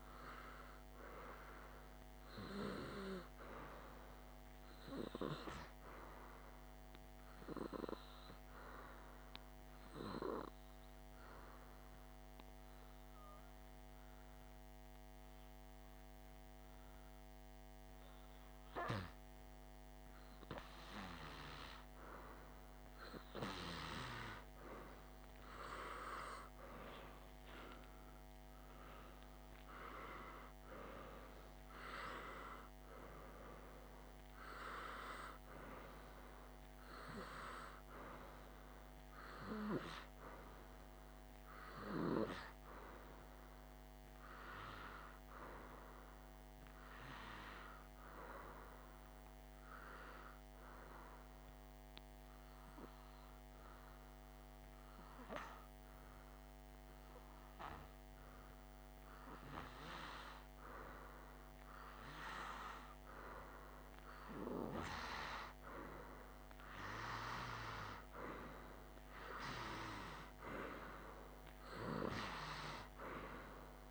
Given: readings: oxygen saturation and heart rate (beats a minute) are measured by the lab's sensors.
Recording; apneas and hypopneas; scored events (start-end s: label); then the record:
breathing in sleep by a microphone on the trachea; 2
10.50-21.50 s: obstructive apnea (oxygen 97% before, 94% lowest, heart rate 57 before, 48 extreme, up 11 after)
23.00-26.00 s: arousal
49.50-62.00 s: hypopnea (oxygen 97% before, 94% lowest, heart rate 53 before, 47 extreme, up 1 after)
64.00-68.00 s: arousal
From the record:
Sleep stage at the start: N2 (light sleep); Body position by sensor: on the back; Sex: male